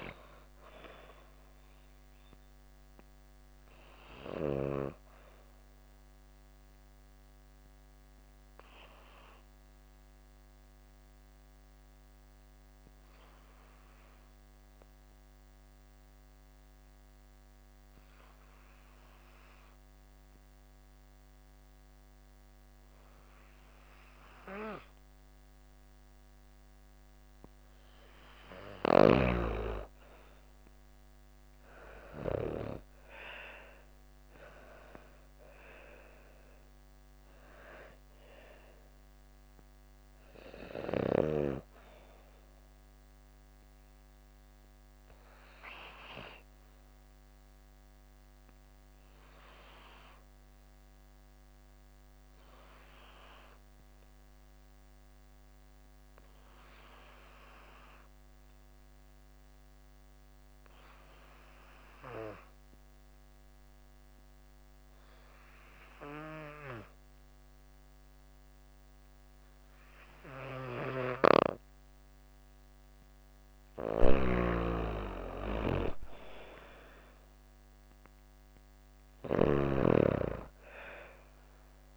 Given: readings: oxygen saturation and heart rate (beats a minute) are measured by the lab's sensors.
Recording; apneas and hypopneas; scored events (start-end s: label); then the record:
breathing in sleep by a microphone on the trachea; 2
0.00-10.00 s: oxygen desaturation (device-marked, oxygen 86% lowest)
4.50-27.00 s: obstructive apnea (oxygen 97% before, 86% lowest)
28.00-31.50 s: snoring (device-marked)
29.00-32.00 s: arousal
29.00-54.00 s: oxygen desaturation (device-marked, oxygen 98% before, 86% lowest)
42.00-72.00 s: obstructive apnea (oxygen 98% before, 86% lowest)
68.00-81.97 s: oxygen desaturation (device-marked, oxygen 98% before, 87% lowest)
73.00-78.50 s: snoring (device-marked)
75.00-78.50 s: arousal
From the record:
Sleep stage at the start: N2 (light sleep); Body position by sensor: on the back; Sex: female